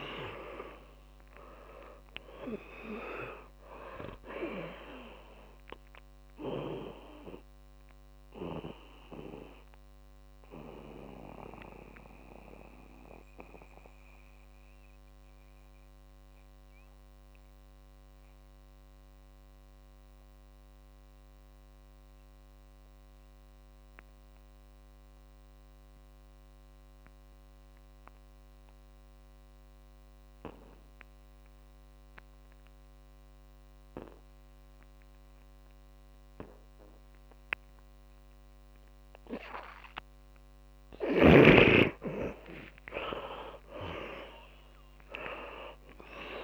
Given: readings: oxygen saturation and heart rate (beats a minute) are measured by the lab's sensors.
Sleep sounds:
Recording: breathing in sleep by a microphone on the trachea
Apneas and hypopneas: 1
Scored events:
0.00-1.00 s: arousal
0.00-5.00 s: oxygen desaturation (device-marked, oxygen 91% lowest, heart rate 53 extreme)
8.50-41.00 s: mixed apnea (oxygen 100% before, 81% lowest, heart rate 60 before, 49 extreme, up 22 after)
11.00-28.00 s: oxygen desaturation (device-marked, oxygen 94% before, 83% lowest, heart rate 62 before, 49 extreme)
34.00-42.00 s: oxygen desaturation (device-marked, oxygen 100% before, 95% lowest, heart rate 59 before, 49 extreme)
42.00-46.00 s: arousal
44.00-46.44 s: oxygen desaturation (device-marked, oxygen 99% before, 81% lowest, heart rate 53 before, 56 extreme)
From the record:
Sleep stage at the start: N2 (light sleep)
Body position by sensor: on the back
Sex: male

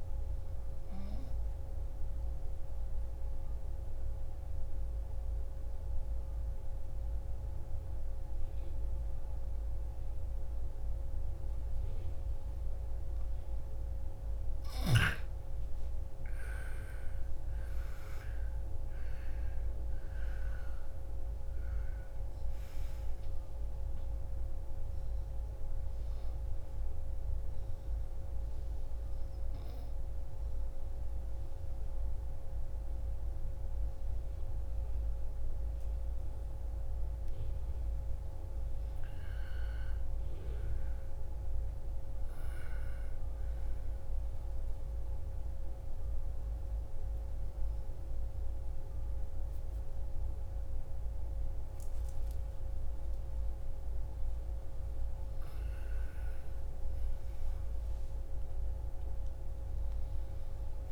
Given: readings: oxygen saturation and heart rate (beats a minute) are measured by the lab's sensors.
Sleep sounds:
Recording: breathing in sleep, hard to hear, by a room microphone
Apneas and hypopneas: 3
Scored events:
2.50-15.00 s: obstructive apnea (oxygen 97% before, 83% lowest)
6.00-14.00 s: oxygen desaturation (device-marked, oxygen 99% before, 93% lowest)
18.00-23.50 s: arousal
25.00-40.00 s: oxygen desaturation (device-marked, oxygen 96% before, 83% lowest)
28.00-38.00 s: obstructive apnea (oxygen 99% before, 83% lowest)
40.00-43.50 s: arousal
45.50-56.00 s: obstructive apnea (oxygen 98% before, 90% lowest)
57.50-60.92 s: arousal
From the record:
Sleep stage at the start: N2 (light sleep)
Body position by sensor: on the back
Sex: female

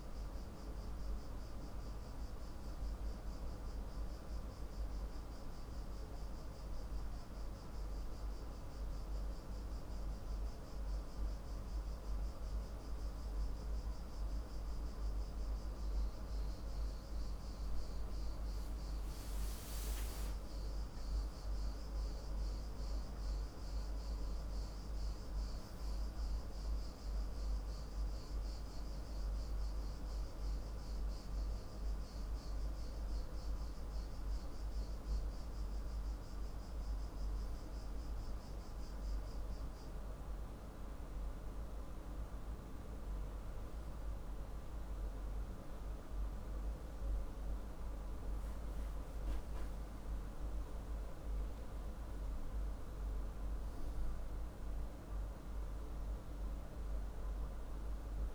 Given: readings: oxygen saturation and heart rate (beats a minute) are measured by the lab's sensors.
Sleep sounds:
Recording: breathing in sleep, hard to hear, by a room microphone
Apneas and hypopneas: none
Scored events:
20.00-24.00 s: arousal
21.50-58.35 s: new sleep stage, N2 (light sleep)
From the record:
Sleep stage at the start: N3 (deep sleep)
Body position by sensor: on the left side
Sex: male

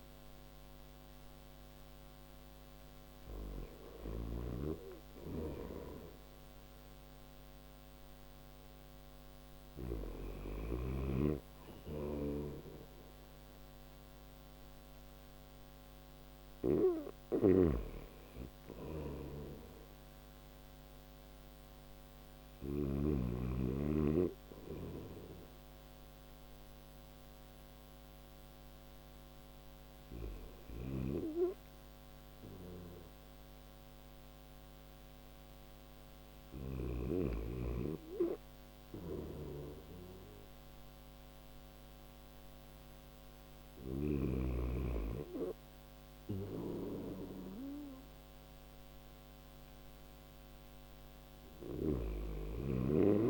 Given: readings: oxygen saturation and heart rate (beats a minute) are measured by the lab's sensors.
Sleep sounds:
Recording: breathing in sleep by a microphone on the trachea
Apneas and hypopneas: none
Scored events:
0.00-9.00 s: snoring (device-marked)
11.00-16.00 s: snoring (device-marked)
18.00-22.00 s: snoring (device-marked)
29.50-36.00 s: snoring (device-marked)
38.00-43.00 s: snoring (device-marked)
From the record:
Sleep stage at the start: N3 (deep sleep)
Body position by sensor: on the back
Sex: male

